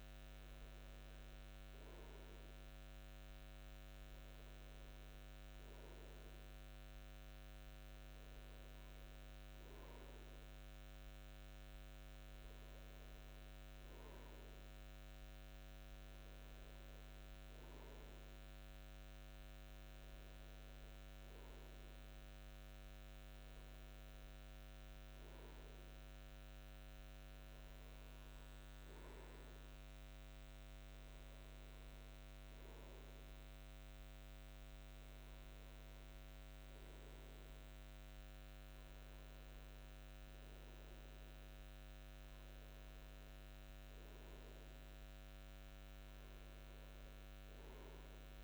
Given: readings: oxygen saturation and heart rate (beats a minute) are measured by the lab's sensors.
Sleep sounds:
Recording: breathing in sleep, hard to hear, by a microphone on the trachea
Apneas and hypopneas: none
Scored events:
none scored
From the record:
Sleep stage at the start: N2 (light sleep)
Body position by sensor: on the front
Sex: male

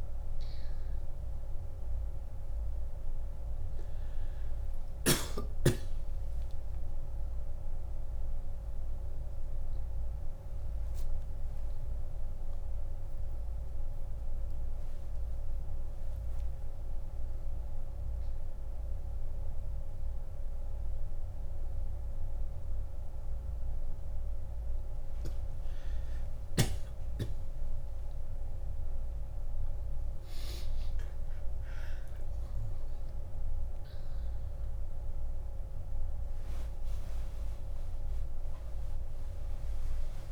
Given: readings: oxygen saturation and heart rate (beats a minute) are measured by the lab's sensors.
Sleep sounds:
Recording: a person awake in a sleep study, hard to hear, by a room microphone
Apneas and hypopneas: none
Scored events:
3.00-33.00 s: new sleep stage, awake
33.00-40.32 s: new sleep stage, N1 (lightest sleep)
36.00-40.32 s: oxygen desaturation (device-marked, oxygen 97% before, 93% lowest, heart rate 80 before, 69 extreme)
From the record:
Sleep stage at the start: N2 (light sleep)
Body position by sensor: on the back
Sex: male

